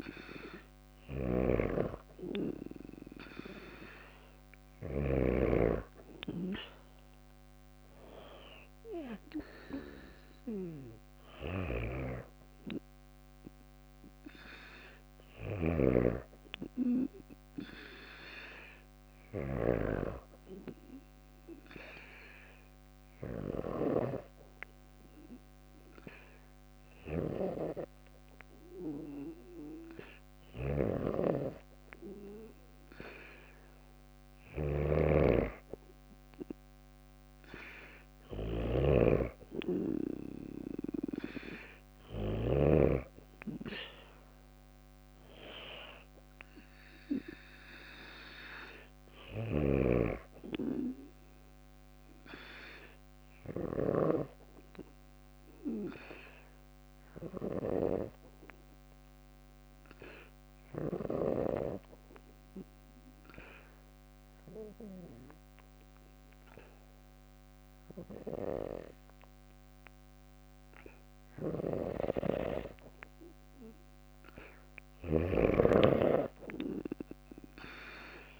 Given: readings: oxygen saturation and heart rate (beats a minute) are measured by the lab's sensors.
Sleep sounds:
breathing in sleep by a microphone on the trachea; 2
0.00-4.50 s: snoring (device-marked)
10.50-19.00 s: snoring (device-marked)
18.50-31.00 s: hypopnea (oxygen 97% before, 92% lowest, heart rate 58 before, 56 extreme, up 3 after)
26.00-42.00 s: snoring (device-marked)
35.50-39.00 s: arousal
48.50-53.00 s: snoring (device-marked)
52.00-72.00 s: obstructive apnea (oxygen 96% before, 92% lowest, heart rate 58 before, 55 extreme, up 1 after)
70.50-78.40 s: snoring (device-marked)
74.00-78.00 s: arousal
From the record:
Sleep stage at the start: N2 (light sleep); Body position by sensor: on the back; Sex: female

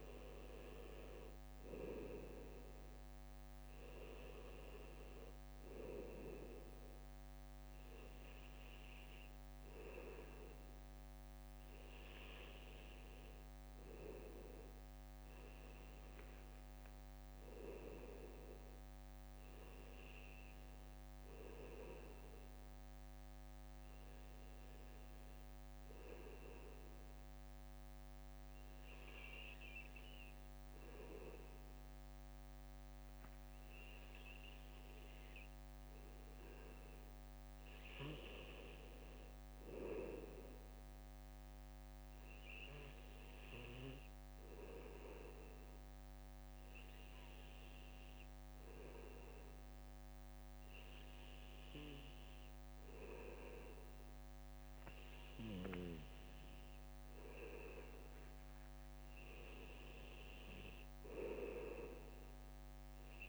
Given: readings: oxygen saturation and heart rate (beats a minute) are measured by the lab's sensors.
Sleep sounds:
breathing in sleep by a microphone on the trachea; none
0.00-2.00 s: bradycardia (device-marked, heart rate 58 extreme)
7.00-60.00 s: bradycardia (device-marked, heart rate 59 before, 57 extreme)
From the record:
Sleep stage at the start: N2 (light sleep); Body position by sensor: on the back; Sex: male

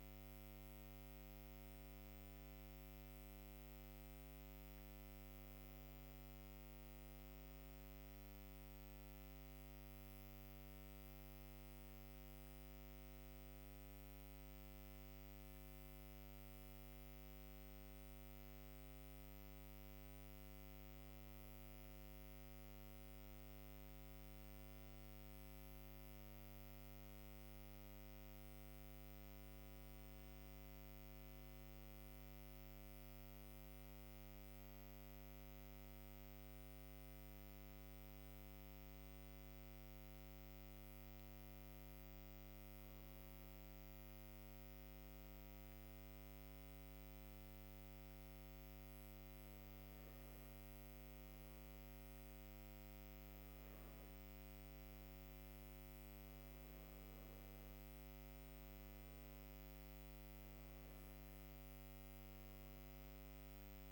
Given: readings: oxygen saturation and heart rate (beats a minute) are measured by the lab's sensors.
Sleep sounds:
breathing in sleep, hard to hear, by a microphone on the trachea; none
none scored
From the record:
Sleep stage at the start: N2 (light sleep); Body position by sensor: on the right side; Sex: female

